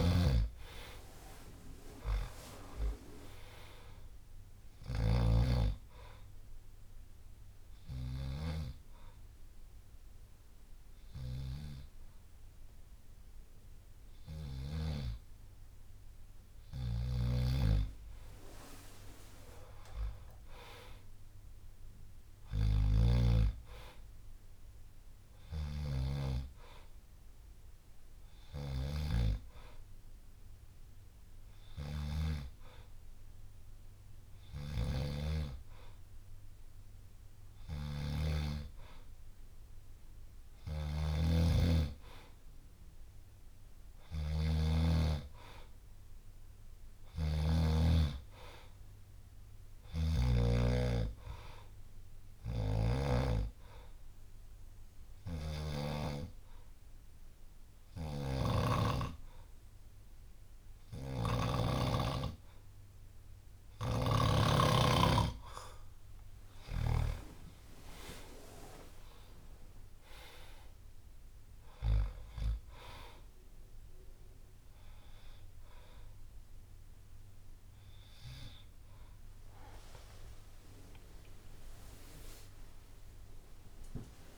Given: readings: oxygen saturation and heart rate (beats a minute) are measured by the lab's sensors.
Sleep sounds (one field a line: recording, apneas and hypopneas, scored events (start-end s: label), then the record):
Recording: breathing in sleep by a room microphone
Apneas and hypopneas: 2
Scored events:
0.00-1.50 s: arousal
0.00-5.00 s: oxygen desaturation (device-marked, oxygen 90% lowest, heart rate 57 extreme)
0.00-5.00 s: snoring (device-marked)
1.00-11.00 s: drop in pulse transit time (device-marked, heart rate 59 before, 58 extreme)
6.00-16.50 s: hypopnea (oxygen 97% before, 93% lowest, heart rate 60 before, 57 extreme, up 9 after)
7.00-10.00 s: bradycardia (device-marked, heart rate 66 before, 60 extreme)
11.00-13.00 s: bradycardia (device-marked, heart rate 66 before, 57 extreme)
13.50-15.50 s: long interval between heartbeats (device-marked, heart rate 61 before, 58 extreme)
16.50-23.00 s: snoring (device-marked)
18.00-22.00 s: arousal
20.00-31.00 s: drop in pulse transit time (device-marked, heart rate 61 before, 58 extreme)
23.00-29.00 s: bradycardia (device-marked, heart rate 66 before, 58 extreme)
30.00-34.00 s: bradycardia (device-marked, heart rate 66 before, 59 extreme)
34.50-47.50 s: snoring (device-marked)
40.00-46.00 s: bradycardia (device-marked, heart rate 66 before, 58 extreme)
46.50-50.00 s: arousal
49.50-61.50 s: snoring (device-marked)
52.00-61.00 s: drop in pulse transit time (device-marked, heart rate 59 before, 58 extreme)
52.00-66.00 s: oxygen desaturation (device-marked, oxygen 96% before, 93% lowest, heart rate 59 before, 58 extreme)
53.00-64.00 s: hypopnea (oxygen 97% before, 91% lowest, heart rate 60 before, 58 extreme, up 12 after)
56.00-62.00 s: bradycardia (device-marked, heart rate 65 before, 58 extreme)
65.00-69.00 s: arousal
From the record:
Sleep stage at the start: N2 (light sleep)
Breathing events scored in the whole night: 200 in 4.2 hours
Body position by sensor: on the back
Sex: male